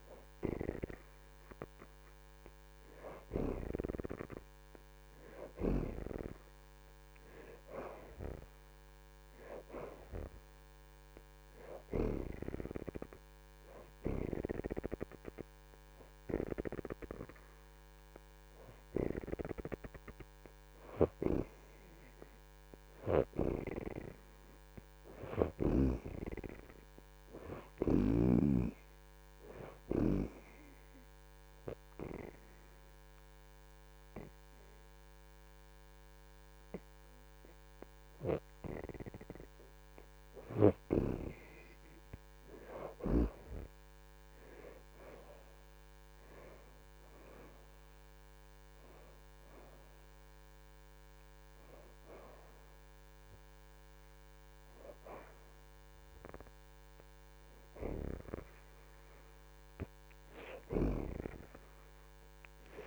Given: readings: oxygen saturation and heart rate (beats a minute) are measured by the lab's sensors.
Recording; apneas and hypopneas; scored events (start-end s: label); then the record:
breathing in sleep by a microphone on the trachea; 1
0.00-2.00 s: oxygen desaturation (device-marked, oxygen 59% lowest)
24.00-35.00 s: oxygen desaturation (device-marked, oxygen 74% before, 65% lowest)
30.50-40.50 s: obstructive apnea (oxygen 74% before, 59% lowest)
37.00-49.00 s: oxygen desaturation (device-marked, oxygen 72% before, 65% lowest)
46.00-50.50 s: arousal
51.00-62.00 s: oxygen desaturation (device-marked, oxygen 68% before, 64% lowest)
From the record:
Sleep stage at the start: N2 (light sleep); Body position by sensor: on the back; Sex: female